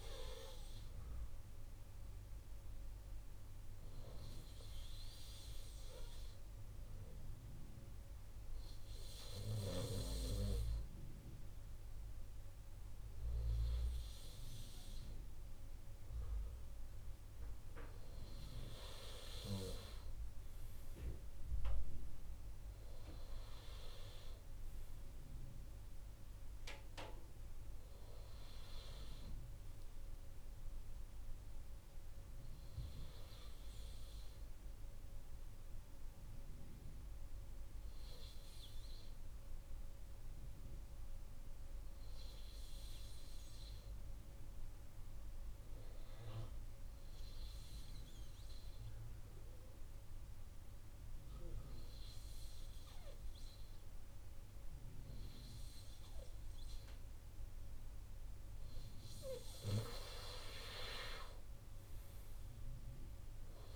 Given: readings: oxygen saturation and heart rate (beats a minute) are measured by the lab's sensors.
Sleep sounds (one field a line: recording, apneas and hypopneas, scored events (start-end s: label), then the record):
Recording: breathing in sleep by a room microphone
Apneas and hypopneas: 1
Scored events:
31.00-58.00 s: obstructive apnea (oxygen 96% before, 94% lowest, heart rate 74 before, 68 extreme, up 2 after)
59.00-62.50 s: arousal
From the record:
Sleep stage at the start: N2 (light sleep)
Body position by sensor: on the right side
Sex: male